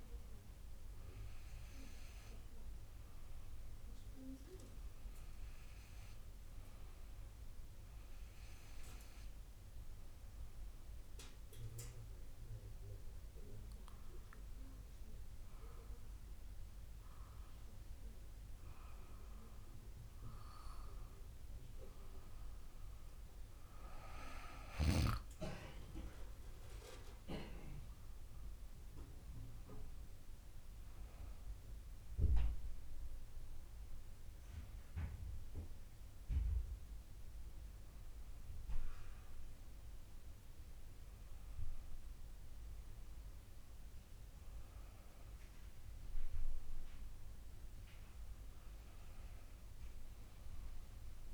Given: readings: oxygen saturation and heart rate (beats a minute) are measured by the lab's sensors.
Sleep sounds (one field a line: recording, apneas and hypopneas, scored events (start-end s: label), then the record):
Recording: breathing in sleep by a room microphone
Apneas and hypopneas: none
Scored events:
none scored
From the record:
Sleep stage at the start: N2 (light sleep)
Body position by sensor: on the back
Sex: female